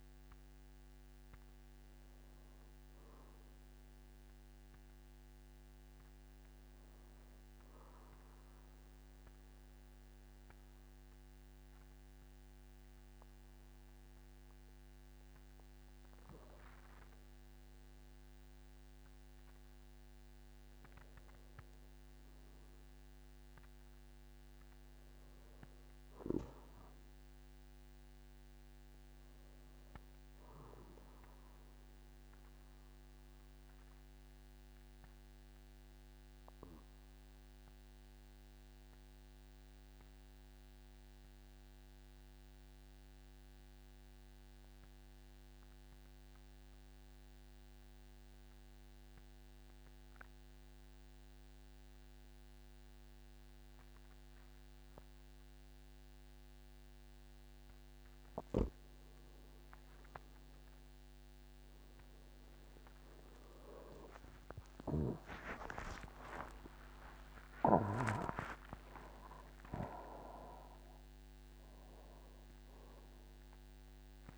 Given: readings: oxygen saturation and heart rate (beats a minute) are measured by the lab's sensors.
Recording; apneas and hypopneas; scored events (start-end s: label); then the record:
breathing in sleep by a microphone on the trachea; 2
0.00-9.50 s: oxygen desaturation (device-marked, oxygen 94% lowest, heart rate 50 extreme)
3.50-16.50 s: obstructive apnea (oxygen 98% before, 90% lowest, heart rate 58 before, 48 extreme, up 8 after)
18.50-22.50 s: arousal
22.50-39.50 s: oxygen desaturation (device-marked, oxygen 98% before, 94% lowest, heart rate 53 before, 48 extreme)
33.00-56.00 s: obstructive apnea (oxygen 98% before, 88% lowest, heart rate 55 before, 48 extreme, up 39 after)
52.50-74.38 s: new sleep stage, N1 (lightest sleep)
54.50-74.38 s: oxygen desaturation (device-marked, oxygen 97% before, 88% lowest, heart rate 51 before, 53 extreme)
62.50-64.50 s: long interval between heartbeats (device-marked, heart rate 55 before, 77 extreme)
62.50-71.50 s: tachycardia (device-marked, heart rate 55 before, 169 extreme)
63.00-68.00 s: arousal
68.50-70.50 s: long interval between heartbeats (device-marked, heart rate 75 before, 165 extreme)
From the record:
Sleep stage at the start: N2 (light sleep); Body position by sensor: on the back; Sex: male